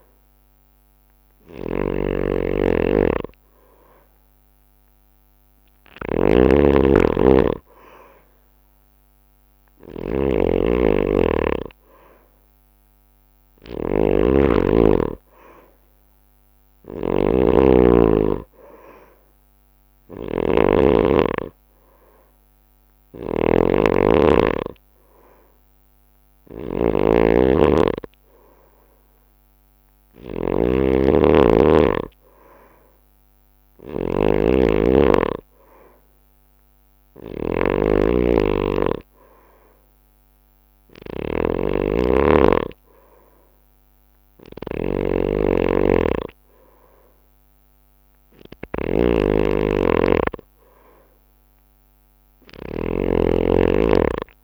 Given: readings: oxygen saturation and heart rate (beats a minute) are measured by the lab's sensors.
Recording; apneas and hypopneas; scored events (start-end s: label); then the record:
breathing in sleep by a microphone on the trachea; none
0.00-54.44 s: snoring (device-marked)
From the record:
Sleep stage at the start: N2 (light sleep); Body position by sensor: on the right side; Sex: male